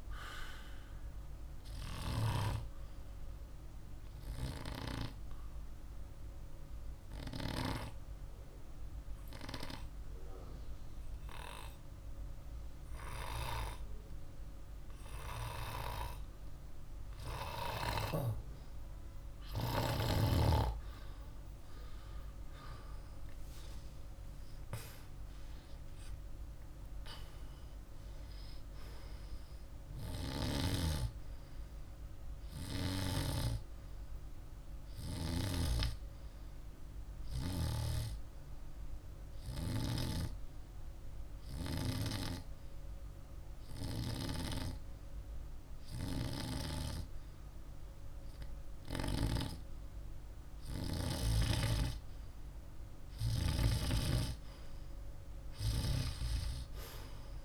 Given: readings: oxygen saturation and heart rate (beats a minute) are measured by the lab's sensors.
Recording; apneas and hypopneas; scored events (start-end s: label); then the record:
breathing in sleep by a room microphone; 2
1.50-11.50 s: oxygen desaturation (device-marked, oxygen 98% before, 95% lowest, heart rate 54 before, 49 extreme)
4.50-18.50 s: obstructive apnea (oxygen 98% before, 91% lowest, heart rate 54 before, 49 extreme, up 2 after)
22.50-27.00 s: arousal
29.50-31.50 s: oxygen desaturation (device-marked, oxygen 97% before, 94% lowest, heart rate 50 before, 49 extreme)
34.50-50.00 s: hypopnea (oxygen 98% before, 94% lowest, heart rate 51 before, 49 extreme, up 0 after)
From the record:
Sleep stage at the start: N2 (light sleep); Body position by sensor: on the back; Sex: male